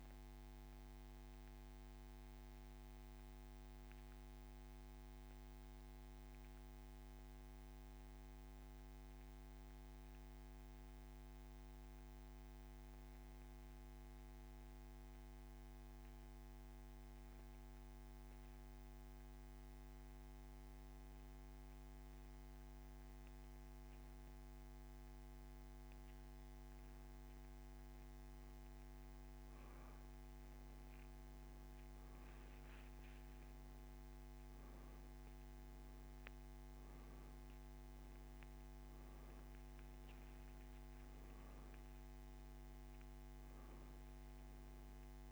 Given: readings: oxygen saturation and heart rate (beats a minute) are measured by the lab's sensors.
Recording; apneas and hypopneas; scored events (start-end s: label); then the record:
breathing in sleep, hard to hear, by a microphone on the trachea; 1
0.00-22.00 s: oxygen desaturation (device-marked, oxygen 92% lowest)
4.00-27.50 s: obstructive apnea (oxygen 97% before, 90% lowest)
32.50-36.50 s: arousal
From the record:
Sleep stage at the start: N2 (light sleep); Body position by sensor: on the back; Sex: male